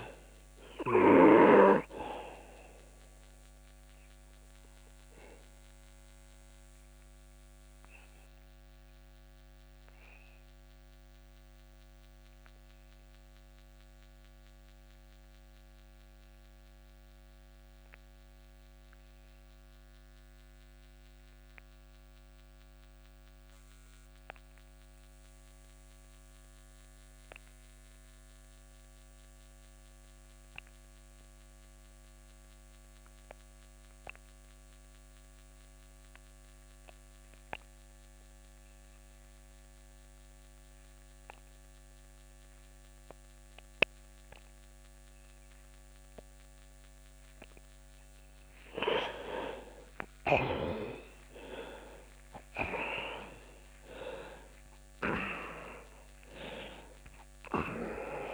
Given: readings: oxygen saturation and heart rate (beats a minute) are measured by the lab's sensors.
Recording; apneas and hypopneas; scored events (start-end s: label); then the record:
breathing in sleep by a microphone on the trachea; 1
0.00-26.50 s: oxygen desaturation (device-marked, oxygen 90% lowest)
1.50-48.00 s: obstructive apnea (oxygen 99% before, 83% lowest)
39.50-58.34 s: oxygen desaturation (device-marked, oxygen 99% before, 83% lowest)
50.00-54.50 s: arousal
From the record:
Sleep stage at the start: N2 (light sleep); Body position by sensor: on the back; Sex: male